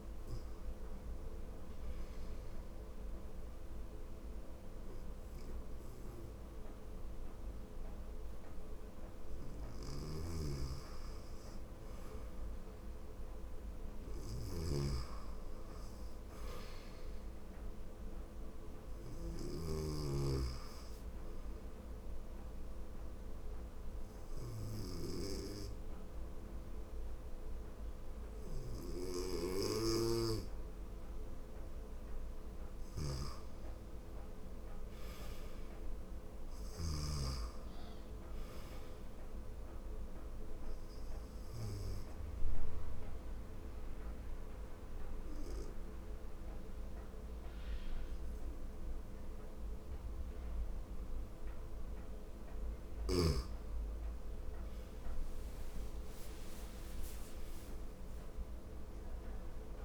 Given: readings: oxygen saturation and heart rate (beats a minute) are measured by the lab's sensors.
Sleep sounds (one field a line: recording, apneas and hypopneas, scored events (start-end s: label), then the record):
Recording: breathing in sleep by a room microphone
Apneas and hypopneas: 3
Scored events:
0.00-11.00 s: oxygen desaturation (device-marked, oxygen 87% lowest, heart rate 79 extreme)
2.00-12.00 s: mixed apnea (oxygen 99% before, 87% lowest, heart rate 80 before, 79 extreme, up 0 after)
9.50-36.50 s: snoring (device-marked)
14.50-18.00 s: arousal
19.00-30.00 s: oxygen desaturation (device-marked, oxygen 96% before, 91% lowest, heart rate 82 before, 79 extreme)
21.50-32.00 s: obstructive apnea (oxygen 96% before, 87% lowest, heart rate 82 before, 79 extreme, up 1 after)
33.50-37.50 s: arousal
41.00-52.00 s: mixed apnea (oxygen 96% before, 87% lowest, heart rate 81 before, 79 extreme, up 2 after)
42.00-55.00 s: oxygen desaturation (device-marked, oxygen 94% before, 87% lowest, heart rate 81 before, 79 extreme)
53.50-57.50 s: arousal
From the record:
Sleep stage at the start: N2 (light sleep)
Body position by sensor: on the right side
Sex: female